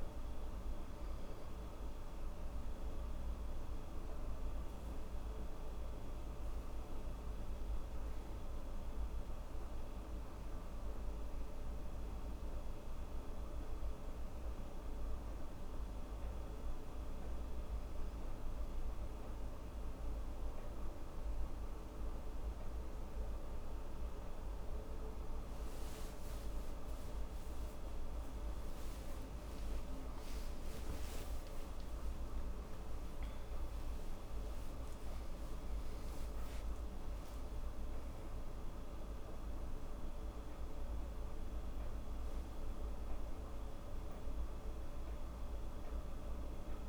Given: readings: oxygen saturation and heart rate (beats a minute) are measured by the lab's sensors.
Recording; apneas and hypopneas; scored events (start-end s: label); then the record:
a person awake in a sleep study, hard to hear, by a room microphone; none
15.50-45.50 s: new sleep stage, awake
45.50-46.89 s: new sleep stage, N2 (light sleep)
From the record:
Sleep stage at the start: N2 (light sleep); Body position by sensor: on the right side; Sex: female